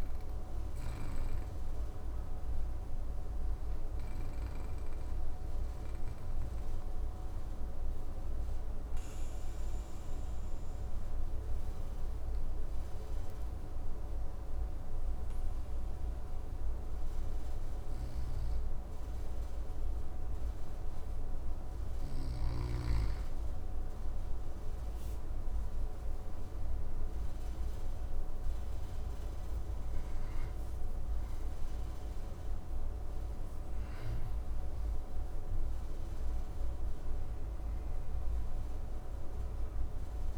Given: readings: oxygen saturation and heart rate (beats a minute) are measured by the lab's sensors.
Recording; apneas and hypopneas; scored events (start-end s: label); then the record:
breathing in sleep, hard to hear, by a room microphone; 1
0.00-3.50 s: snoring (device-marked)
8.50-21.50 s: obstructive apnea (oxygen 99% before, 95% lowest, heart rate 63 before, 56 extreme, up 6 after)
24.50-40.38 s: oxygen desaturation (device-marked, oxygen 99% before, 95% lowest, heart rate 57 before, 55 extreme)
26.00-32.00 s: arousal
From the record:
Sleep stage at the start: N2 (light sleep); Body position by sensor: on the back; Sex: male